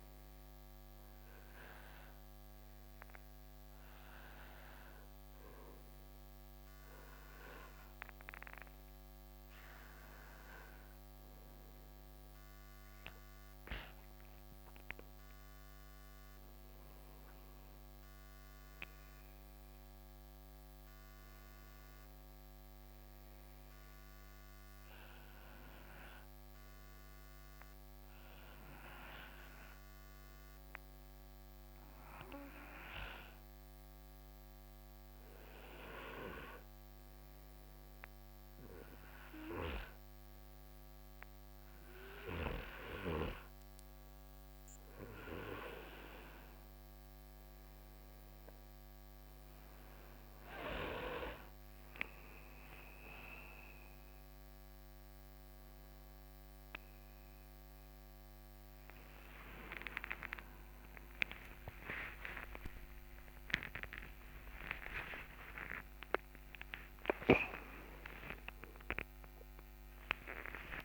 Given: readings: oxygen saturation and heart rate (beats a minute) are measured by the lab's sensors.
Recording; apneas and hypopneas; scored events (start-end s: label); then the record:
breathing in sleep by a microphone on the trachea; 1
15.50-19.50 s: arousal
23.50-36.00 s: obstructive apnea (oxygen 95% before, 93% lowest, heart rate 67 before, 65 extreme, up 1 after)
38.00-41.00 s: arousal
From the record:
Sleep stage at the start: N2 (light sleep); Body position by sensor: on the back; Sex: male